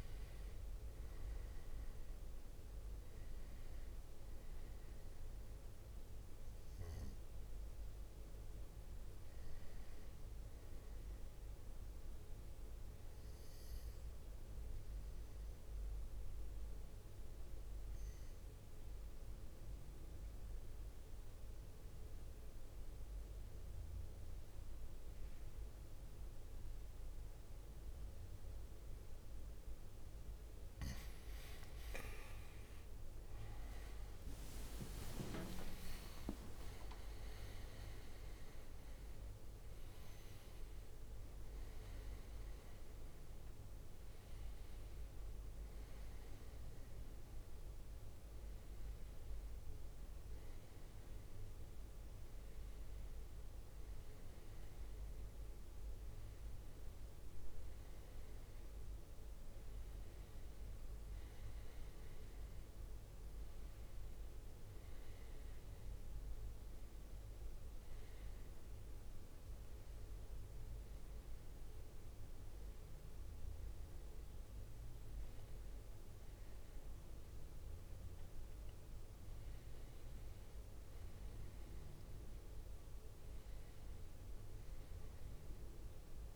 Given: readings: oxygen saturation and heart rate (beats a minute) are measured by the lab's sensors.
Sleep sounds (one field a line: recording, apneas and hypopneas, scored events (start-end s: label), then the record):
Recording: breathing in sleep, hard to hear, by a room microphone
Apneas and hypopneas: 1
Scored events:
14.50-29.50 s: obstructive apnea (oxygen 97% before, 91% lowest, heart rate 65 before, 55 extreme, up 36 after)
31.50-36.50 s: arousal
32.00-58.00 s: oxygen desaturation (device-marked, oxygen 97% before, 91% lowest, heart rate 60 before, 65 extreme)
33.50-37.50 s: leg movement (device-marked)
36.00-38.00 s: long interval between heartbeats (device-marked, heart rate 61 before, 86 extreme)
36.00-48.00 s: drop in pulse transit time (device-marked, heart rate 61 before, 66 extreme)
52.00-86.36 s: new sleep stage, N1 (lightest sleep)
77.00-81.00 s: arousal
From the record:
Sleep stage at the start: N2 (light sleep)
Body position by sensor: on the right side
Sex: male